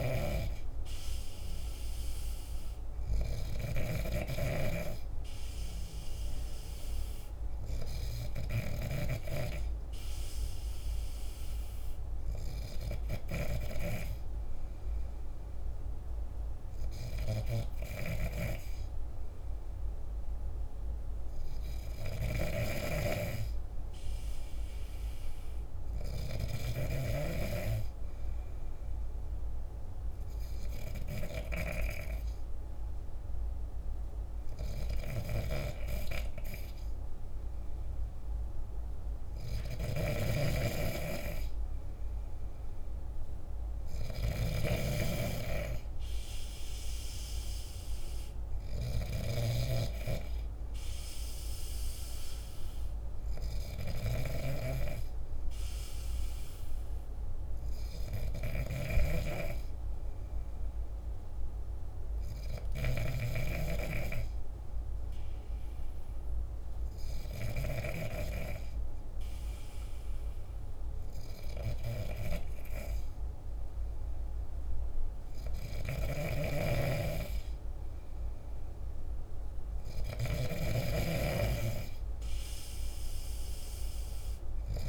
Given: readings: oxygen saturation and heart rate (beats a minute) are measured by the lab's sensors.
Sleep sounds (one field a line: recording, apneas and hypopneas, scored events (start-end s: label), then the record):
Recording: breathing in sleep by a room microphone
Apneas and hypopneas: none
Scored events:
0.00-8.50 s: snoring (device-marked)
22.00-27.00 s: snoring (device-marked)
39.50-63.00 s: snoring (device-marked)
75.50-84.88 s: snoring (device-marked)
From the record:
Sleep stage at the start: N2 (light sleep)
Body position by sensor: on the back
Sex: male